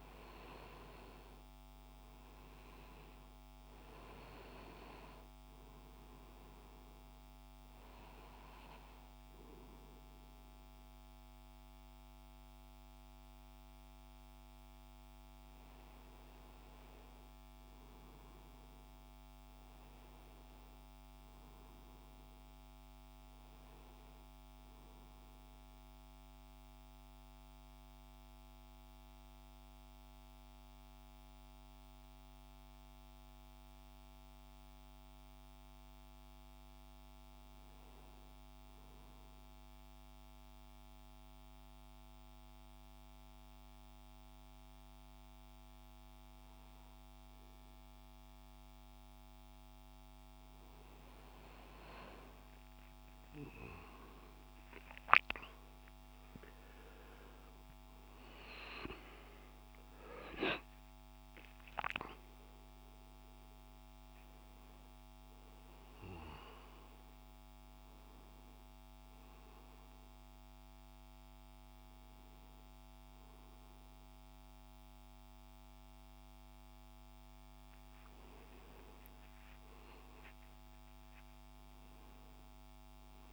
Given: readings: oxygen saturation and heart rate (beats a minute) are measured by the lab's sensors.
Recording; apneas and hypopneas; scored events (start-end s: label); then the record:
breathing in sleep by a microphone on the trachea; 1
0.00-18.50 s: oxygen desaturation (device-marked, oxygen 90% lowest, heart rate 65 extreme)
20.00-23.50 s: arousal
27.00-49.50 s: mixed apnea (oxygen 97% before, 90% lowest, heart rate 68 before, 65 extreme, up 14 after)
41.50-62.50 s: oxygen desaturation (device-marked, oxygen 96% before, 91% lowest, heart rate 68 before, 67 extreme)
52.00-57.00 s: arousal
64.50-76.50 s: oxygen desaturation (device-marked, oxygen 94% before, 90% lowest, heart rate 74 before, 70 extreme)
From the record:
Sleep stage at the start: N2 (light sleep); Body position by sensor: on the right side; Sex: male